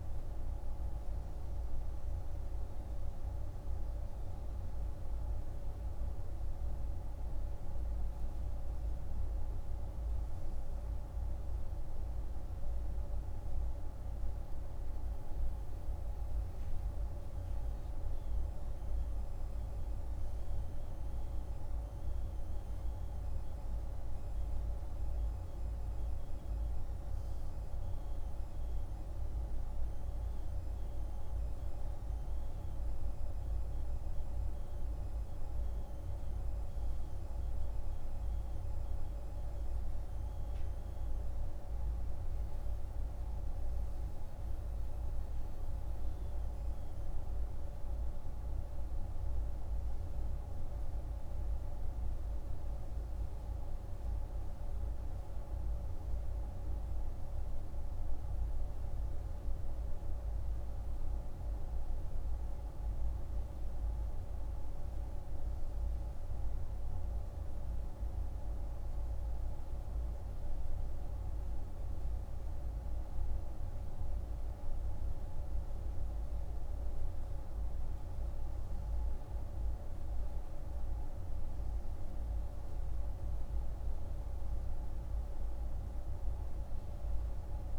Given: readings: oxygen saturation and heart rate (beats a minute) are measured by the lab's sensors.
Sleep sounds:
breathing in sleep, hard to hear, by a room microphone; none
none scored
From the record:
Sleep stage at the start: N2 (light sleep); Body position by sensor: on the right side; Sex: male

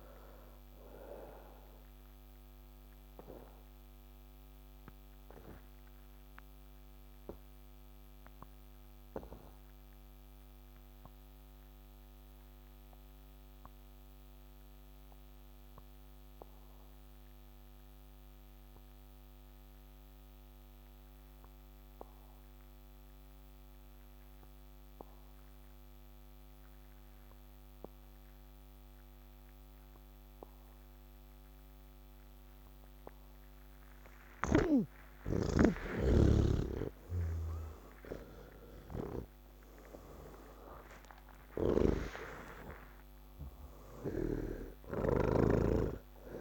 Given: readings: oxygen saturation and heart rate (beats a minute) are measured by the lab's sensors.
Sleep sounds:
breathing in sleep by a microphone on the trachea; 1
0.00-10.00 s: oxygen desaturation (device-marked, oxygen 79% lowest, heart rate 56 extreme)
4.00-33.50 s: obstructive apnea (oxygen 96% before, 79% lowest, heart rate 108 before, 47 extreme)
26.00-41.00 s: oxygen desaturation (device-marked, oxygen 98% before, 85% lowest, heart rate 104 before, 47 extreme)
34.50-46.00 s: snoring (device-marked)
From the record:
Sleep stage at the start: N1 (lightest sleep); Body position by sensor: on the back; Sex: male

